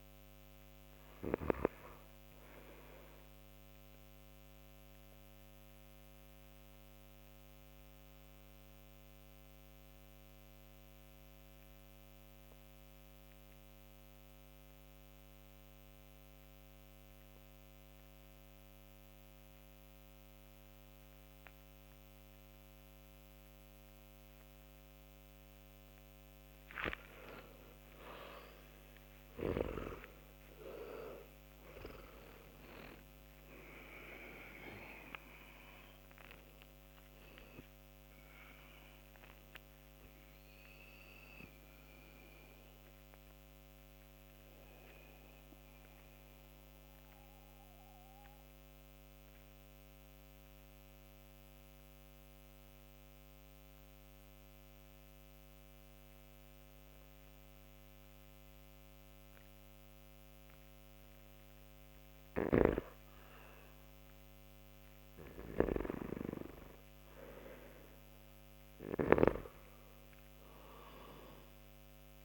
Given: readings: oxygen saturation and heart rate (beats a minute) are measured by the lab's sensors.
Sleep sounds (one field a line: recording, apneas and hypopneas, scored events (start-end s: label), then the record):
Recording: breathing in sleep by a microphone on the trachea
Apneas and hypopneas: 2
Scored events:
0.00-15.50 s: oxygen desaturation (device-marked, oxygen 91% lowest)
3.00-25.50 s: obstructive apnea (oxygen 97% before, 85% lowest)
27.50-33.00 s: arousal
28.50-60.50 s: oxygen desaturation (device-marked, oxygen 95% before, 85% lowest)
43.00-60.50 s: central apnea (oxygen 95% before, 85% lowest)
62.00-65.50 s: arousal
From the record:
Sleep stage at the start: N2 (light sleep)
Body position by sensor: on the back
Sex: male